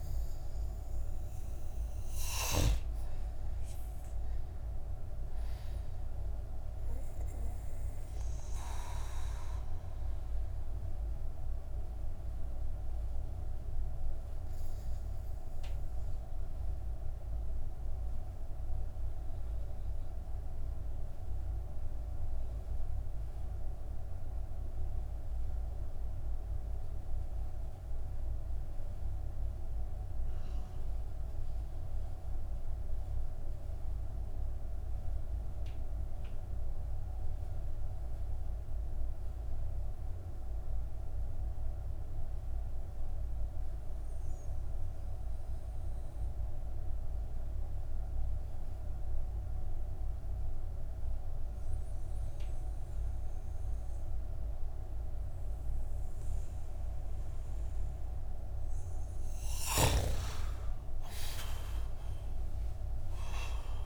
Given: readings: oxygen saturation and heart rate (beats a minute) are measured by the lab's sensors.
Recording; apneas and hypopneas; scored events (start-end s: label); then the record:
breathing in sleep, hard to hear, by a room microphone; 1
2.50-22.50 s: oxygen desaturation (device-marked, oxygen 95% before, 88% lowest)
7.50-58.00 s: mixed apnea (oxygen 96% before, 88% lowest)
44.50-63.86 s: oxygen desaturation (device-marked, oxygen 98% before, 93% lowest)
58.50-63.50 s: arousal
From the record:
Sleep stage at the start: N2 (light sleep); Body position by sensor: on the back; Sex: male